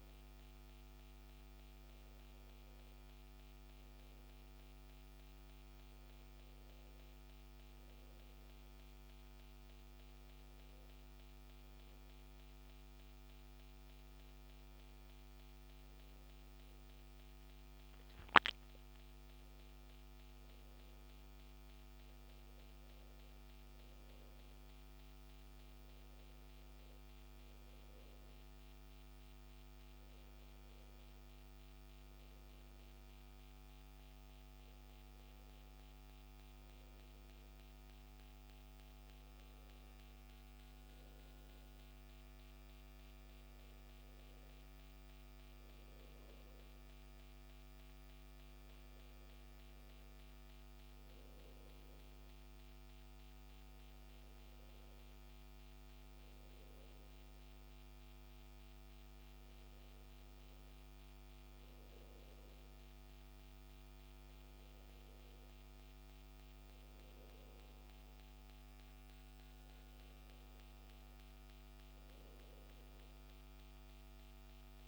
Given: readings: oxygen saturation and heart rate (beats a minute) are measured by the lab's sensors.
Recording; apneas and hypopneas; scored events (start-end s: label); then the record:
breathing in sleep, hard to hear, by a microphone on the trachea; none
none scored
From the record:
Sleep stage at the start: N2 (light sleep); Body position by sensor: on the back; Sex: male